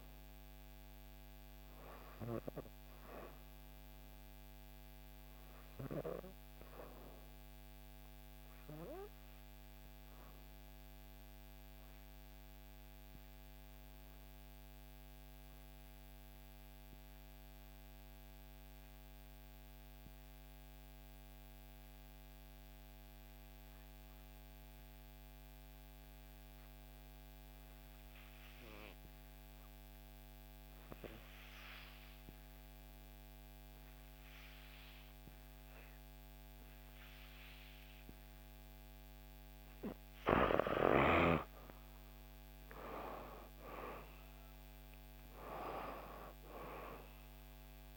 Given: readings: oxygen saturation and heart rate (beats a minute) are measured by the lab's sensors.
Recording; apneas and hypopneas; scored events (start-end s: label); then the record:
breathing in sleep by a microphone on the trachea; 1
0.00-4.00 s: oxygen desaturation (device-marked, oxygen 89% lowest, heart rate 59 extreme)
7.00-39.50 s: obstructive apnea (oxygen 97% before, 84% lowest, heart rate 61 before, 59 extreme, up 4 after)
26.00-47.97 s: oxygen desaturation (device-marked, oxygen 97% before, 84% lowest, heart rate 60 before, 59 extreme)
41.50-44.50 s: arousal
From the record:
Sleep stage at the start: N2 (light sleep); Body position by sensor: on the back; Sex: female